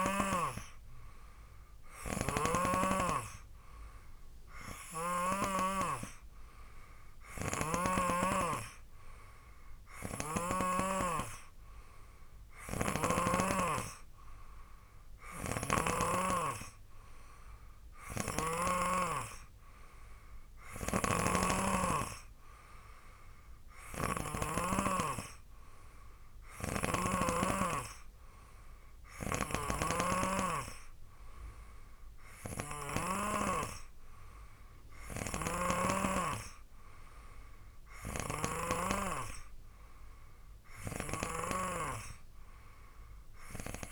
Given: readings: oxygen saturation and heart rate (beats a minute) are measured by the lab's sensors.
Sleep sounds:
breathing in sleep by a room microphone; none
2.00-5.50 s: snoring (device-marked)
7.50-11.00 s: snoring (device-marked)
15.50-19.00 s: snoring (device-marked)
21.00-27.50 s: snoring (device-marked)
29.50-33.50 s: snoring (device-marked)
35.50-39.00 s: snoring (device-marked)
41.00-43.92 s: snoring (device-marked)
From the record:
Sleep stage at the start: N3 (deep sleep); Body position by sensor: on the right side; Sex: male

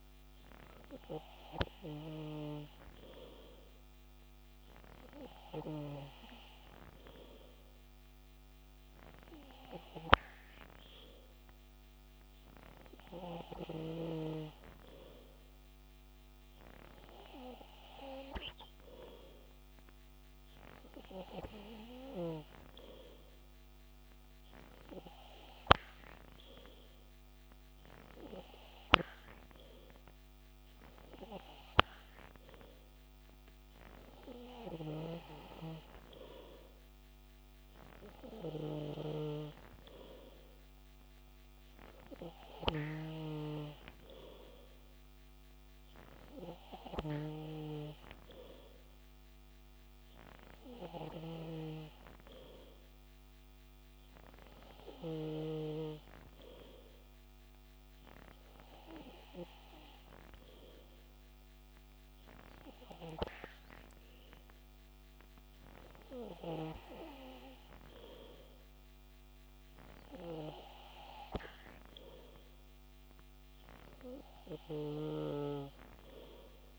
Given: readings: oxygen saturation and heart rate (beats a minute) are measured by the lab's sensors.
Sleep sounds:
breathing in sleep by a microphone on the trachea; none
none scored
From the record:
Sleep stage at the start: N3 (deep sleep); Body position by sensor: on the back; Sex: male

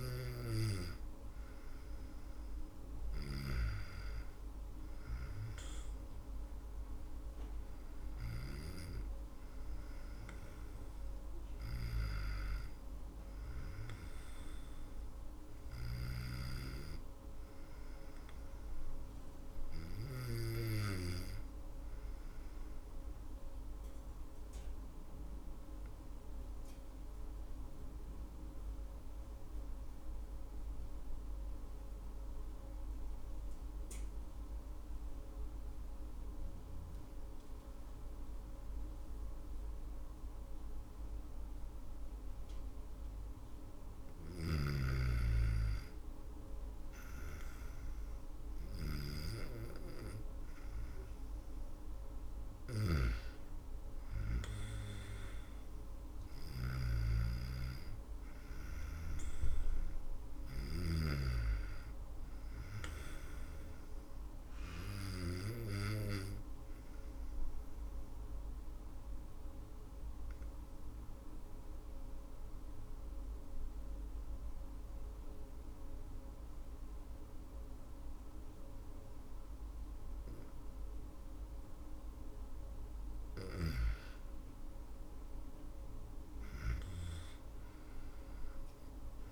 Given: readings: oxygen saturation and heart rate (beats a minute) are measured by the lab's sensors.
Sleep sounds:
breathing in sleep by a room microphone; 2
22.50-42.00 s: obstructive apnea (oxygen 98% before, 93% lowest, heart rate 59 before, 55 extreme, up 14 after)
36.50-61.50 s: oxygen desaturation (device-marked, oxygen 99% before, 93% lowest, heart rate 60 before, 55 extreme)
43.00-46.50 s: arousal
65.00-84.50 s: obstructive apnea (oxygen 99% before, 93% lowest, heart rate 67 before, 61 extreme, up 4 after)
69.50-80.50 s: drop in pulse transit time (device-marked, heart rate 64 before, 59 extreme)
85.50-89.00 s: arousal
From the record:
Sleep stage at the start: N2 (light sleep); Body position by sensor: on the back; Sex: female

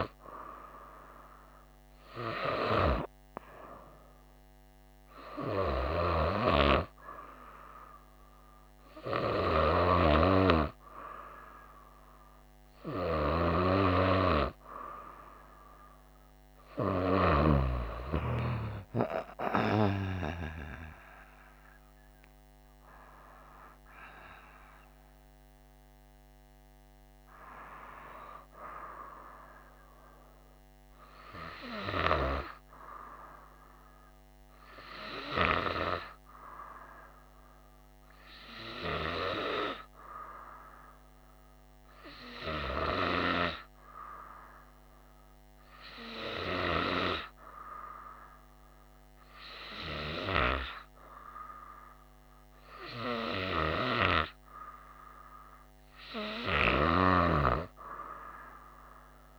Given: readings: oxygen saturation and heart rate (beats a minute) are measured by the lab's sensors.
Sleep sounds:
breathing in sleep by a microphone on the trachea; none
none scored
From the record:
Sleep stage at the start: N2 (light sleep); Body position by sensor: on the right side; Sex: female

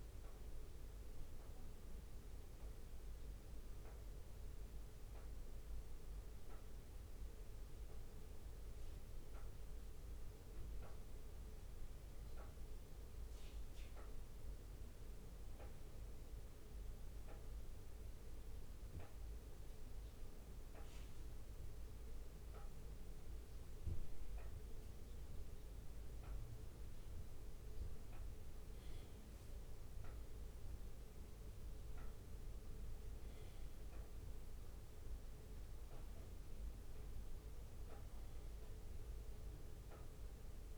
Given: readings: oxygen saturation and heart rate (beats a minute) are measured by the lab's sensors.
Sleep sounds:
breathing in sleep, hard to hear, by a room microphone; none
5.50-7.50 s: bradycardia (device-marked, heart rate 60 before, 59 extreme)
17.50-29.50 s: bradycardia (device-marked, heart rate 60 before, 58 extreme)
From the record:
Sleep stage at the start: N2 (light sleep); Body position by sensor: on the back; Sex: male

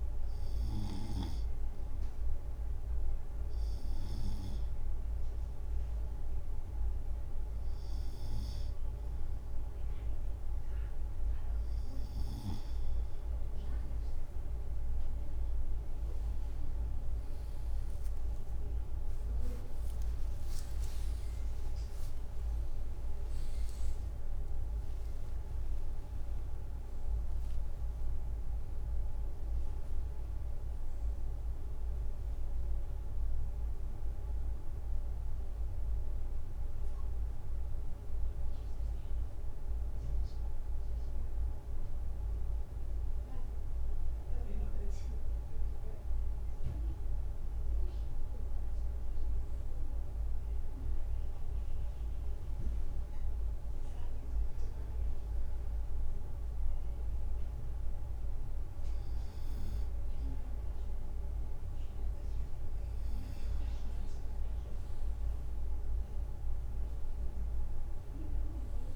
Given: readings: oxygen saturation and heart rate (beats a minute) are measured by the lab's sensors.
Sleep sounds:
breathing in sleep, hard to hear, by a room microphone; 1
15.50-17.50 s: leg movement (device-marked)
19.50-24.00 s: arousal
21.00-34.00 s: drop in pulse transit time (device-marked, heart rate 56 before, 60 extreme)
23.00-25.00 s: leg movement (device-marked)
26.00-27.50 s: leg movement (device-marked)
51.50-62.50 s: hypopnea (oxygen 99% before, 96% lowest, heart rate 59 before, 54 extreme, up 6 after)
65.00-66.00 s: leg movement (device-marked)
66.50-67.50 s: leg movement (device-marked)
67.00-68.96 s: arousal
From the record:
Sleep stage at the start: N2 (light sleep); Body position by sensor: on the right side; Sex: male

